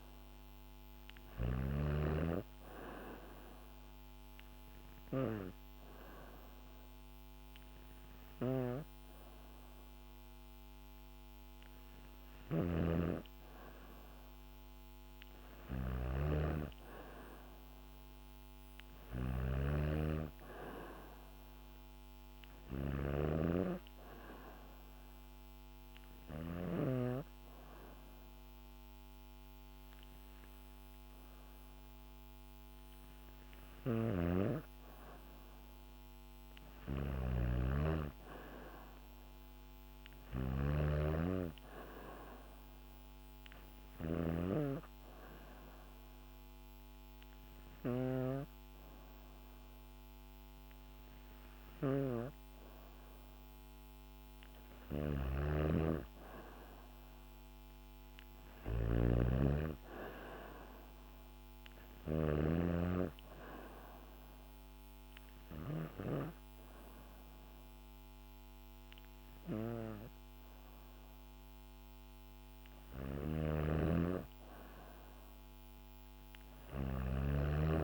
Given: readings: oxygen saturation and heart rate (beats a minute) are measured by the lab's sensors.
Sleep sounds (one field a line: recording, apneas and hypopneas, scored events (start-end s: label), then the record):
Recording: breathing in sleep by a microphone on the trachea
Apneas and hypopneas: 4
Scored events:
0.00-1.00 s: snoring (device-marked)
2.00-14.00 s: hypopnea (oxygen 94% before, 92% lowest, heart rate 71 before, 67 extreme, up 0 after)
7.50-26.50 s: snoring (device-marked)
17.00-20.50 s: arousal
23.50-34.50 s: hypopnea (oxygen 95% before, 92% lowest, heart rate 70 before, 70 extreme, up 3 after)
33.00-65.50 s: snoring (device-marked)
35.00-39.00 s: arousal
43.50-54.50 s: hypopnea (oxygen 95% before, 92% lowest, heart rate 70 before, 69 extreme, up 6 after)
56.00-59.00 s: arousal
62.00-72.50 s: hypopnea (oxygen 95% before, 92% lowest, heart rate 72 before, 69 extreme)
72.50-77.84 s: snoring (device-marked)
74.00-76.50 s: arousal
From the record:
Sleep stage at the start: N2 (light sleep)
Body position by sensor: on the back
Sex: female